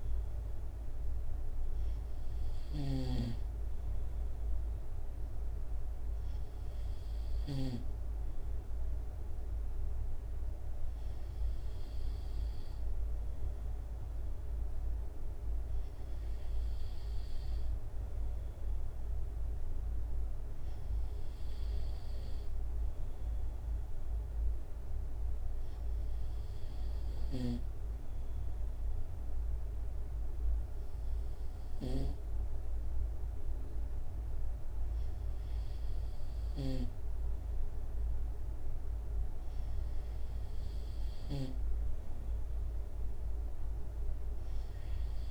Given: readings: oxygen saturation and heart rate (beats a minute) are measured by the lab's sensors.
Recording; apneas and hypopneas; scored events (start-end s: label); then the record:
breathing in sleep by a room microphone; none
2.50-8.00 s: snoring (device-marked)
36.50-45.31 s: snoring (device-marked)
From the record:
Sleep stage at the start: N2 (light sleep); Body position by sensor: on the right side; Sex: male